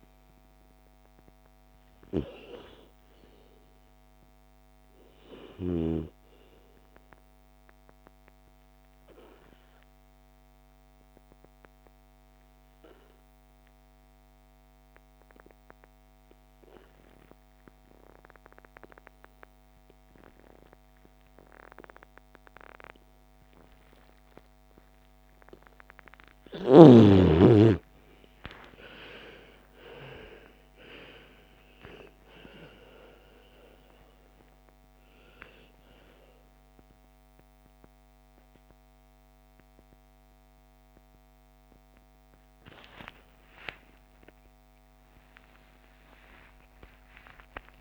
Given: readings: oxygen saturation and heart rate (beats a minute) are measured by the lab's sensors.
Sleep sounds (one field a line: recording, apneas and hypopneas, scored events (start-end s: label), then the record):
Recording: breathing in sleep by a microphone on the trachea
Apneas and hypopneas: 1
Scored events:
0.00-12.00 s: oxygen desaturation (device-marked, oxygen 88% lowest)
7.50-25.00 s: obstructive apnea (oxygen 98% before, 79% lowest, heart rate 41 before, 37 extreme, up 46 after)
28.00-36.00 s: oxygen desaturation (device-marked, oxygen 97% before, 91% lowest, heart rate 47 before, 54 extreme)
36.00-47.81 s: new sleep stage, awake
38.00-47.81 s: oxygen desaturation (device-marked, oxygen 93% before, 79% lowest, heart rate 61 before, 63 extreme)
From the record:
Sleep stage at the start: N2 (light sleep)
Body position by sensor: on the left side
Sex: female